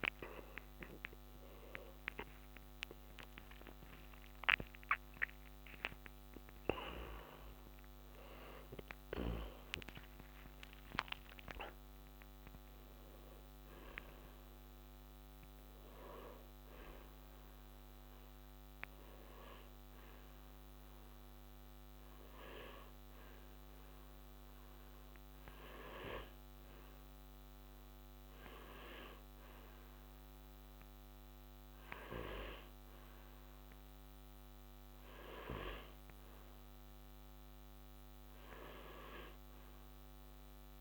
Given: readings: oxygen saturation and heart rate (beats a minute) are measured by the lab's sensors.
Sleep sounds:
breathing in sleep by a microphone on the trachea; none
6.50-11.00 s: arousal
From the record:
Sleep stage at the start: N1 (lightest sleep); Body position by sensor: on the back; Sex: male

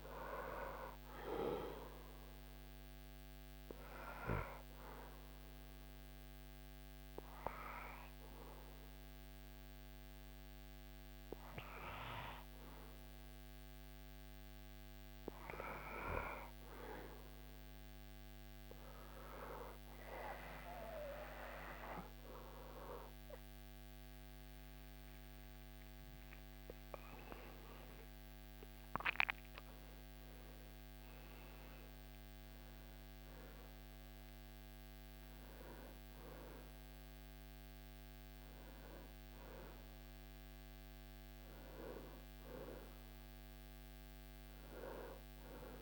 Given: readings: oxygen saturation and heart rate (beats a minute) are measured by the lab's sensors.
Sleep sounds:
breathing in sleep by a microphone on the trachea; 1
0.00-14.50 s: oxygen desaturation (device-marked, oxygen 94% lowest, heart rate 77 extreme)
3.00-15.50 s: obstructive apnea (oxygen 98% before, 94% lowest, heart rate 82 before, 80 extreme, up 7 after)
19.00-22.00 s: arousal
From the record:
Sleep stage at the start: N2 (light sleep); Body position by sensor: on the back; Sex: male

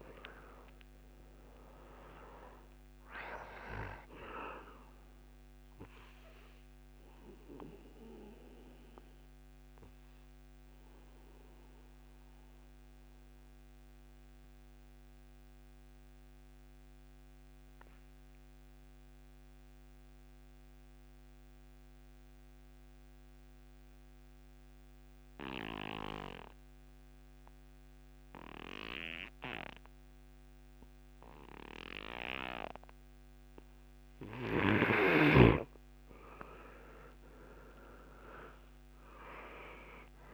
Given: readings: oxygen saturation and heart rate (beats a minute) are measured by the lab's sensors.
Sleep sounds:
breathing in sleep by a microphone on the trachea; 1
0.00-2.50 s: arousal
0.00-24.50 s: oxygen desaturation (device-marked, oxygen 87% lowest)
7.00-34.00 s: mixed apnea (oxygen 99% before, 82% lowest, heart rate 75 before, 57 extreme, up 60 after)
37.50-40.34 s: oxygen desaturation (device-marked, oxygen 97% before, 82% lowest)
38.00-40.34 s: arousal
From the record:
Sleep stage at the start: N2 (light sleep); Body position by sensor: on the back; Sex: male

